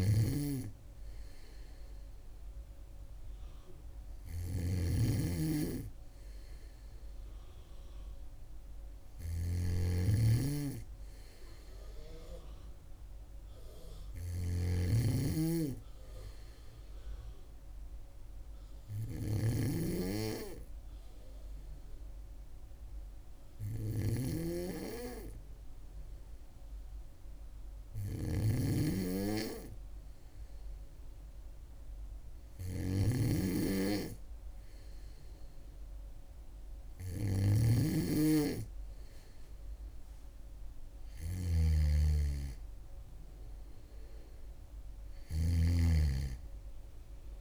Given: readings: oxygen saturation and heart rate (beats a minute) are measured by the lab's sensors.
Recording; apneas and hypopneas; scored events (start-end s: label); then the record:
breathing in sleep by a room microphone; 1
0.00-47.41 s: snoring (device-marked)
21.00-32.50 s: hypopnea (oxygen 97% before, 95% lowest, heart rate 66 before, 64 extreme, up 2 after)
32.50-37.00 s: arousal
From the record:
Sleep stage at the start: N2 (light sleep); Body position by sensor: on the back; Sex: female